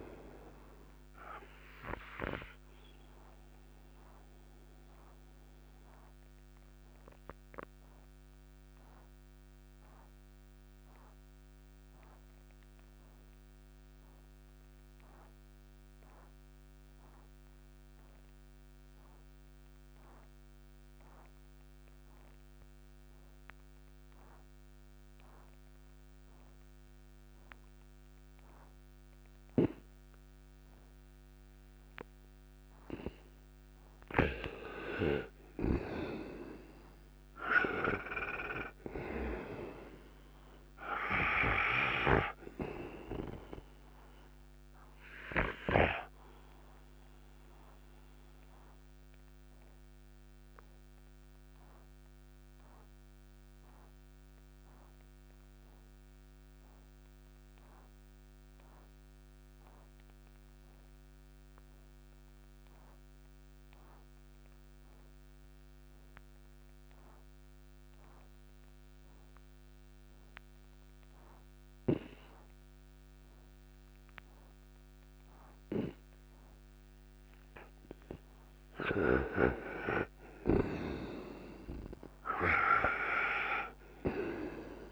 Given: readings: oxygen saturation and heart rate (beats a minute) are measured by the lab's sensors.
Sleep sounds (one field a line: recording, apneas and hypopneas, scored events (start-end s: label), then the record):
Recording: breathing in sleep by a microphone on the trachea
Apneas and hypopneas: 2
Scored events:
0.00-21.00 s: oxygen desaturation (device-marked, oxygen 83% lowest, heart rate 56 extreme)
2.50-31.50 s: obstructive apnea (oxygen 99% before, 83% lowest, heart rate 68 before, 56 extreme, up 24 after)
34.00-38.00 s: arousal
35.50-42.00 s: snoring (device-marked)
36.00-65.00 s: oxygen desaturation (device-marked, oxygen 98% before, 87% lowest, heart rate 65 before, 57 extreme)
46.50-78.00 s: obstructive apnea (oxygen 98% before, 85% lowest, heart rate 68 before, 55 extreme, up 10 after)
77.00-84.92 s: oxygen desaturation (device-marked, oxygen 98% before, 85% lowest, heart rate 61 before, 55 extreme)
79.50-83.50 s: arousal
From the record:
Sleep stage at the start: N2 (light sleep)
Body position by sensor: on the right side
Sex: male